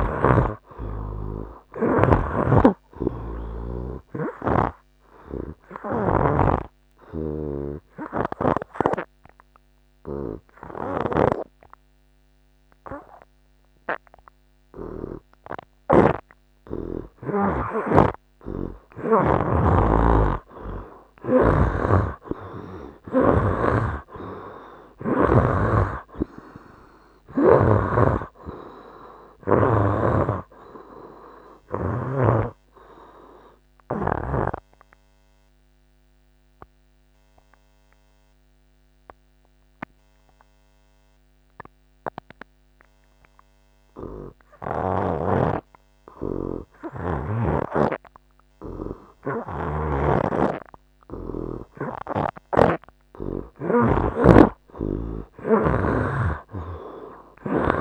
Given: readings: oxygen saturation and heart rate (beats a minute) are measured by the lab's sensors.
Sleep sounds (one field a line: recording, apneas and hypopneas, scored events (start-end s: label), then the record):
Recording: breathing in sleep by a microphone on the trachea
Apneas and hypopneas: 2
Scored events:
0.00-12.50 s: oxygen desaturation (device-marked, oxygen 67% lowest, heart rate 70 extreme)
2.50-19.50 s: snoring (device-marked)
6.00-17.50 s: obstructive apnea (oxygen 76% before, 67% lowest, heart rate 81 before, 70 extreme, up 7 after)
21.50-25.50 s: snoring (device-marked)
22.50-51.50 s: oxygen desaturation (device-marked, oxygen 91% before, 77% lowest, heart rate 73 before, 68 extreme)
24.50-28.50 s: arousal
30.00-34.50 s: snoring (device-marked)
32.50-46.50 s: obstructive apnea (oxygen 91% before, 77% lowest, heart rate 75 before, 71 extreme, up 1 after)
50.50-54.50 s: arousal
52.50-57.81 s: snoring (device-marked)
53.50-57.81 s: oxygen desaturation (device-marked, oxygen 95% before, 82% lowest, heart rate 74 before, 65 extreme)
From the record:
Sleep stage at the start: N2 (light sleep)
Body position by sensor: on the right side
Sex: male